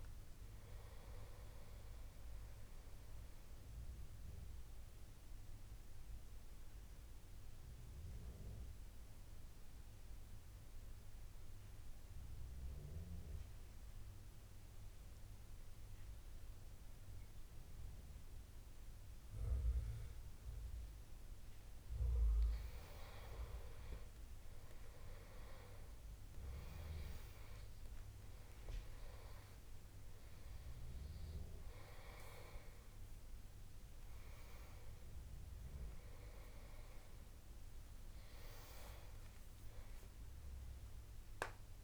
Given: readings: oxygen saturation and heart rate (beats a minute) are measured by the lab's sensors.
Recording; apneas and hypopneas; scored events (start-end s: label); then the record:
breathing in sleep by a room microphone; 1
0.00-12.50 s: oxygen desaturation (device-marked, oxygen 88% lowest, heart rate 69 extreme)
3.00-21.50 s: mixed apnea (oxygen 98% before, 88% lowest, heart rate 78 before, 69 extreme, up 11 after)
22.50-26.00 s: arousal
25.50-41.84 s: oxygen desaturation (device-marked, oxygen 98% before, 90% lowest, heart rate 72 before, 75 extreme)
From the record:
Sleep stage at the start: N2 (light sleep); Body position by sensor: on the right side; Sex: male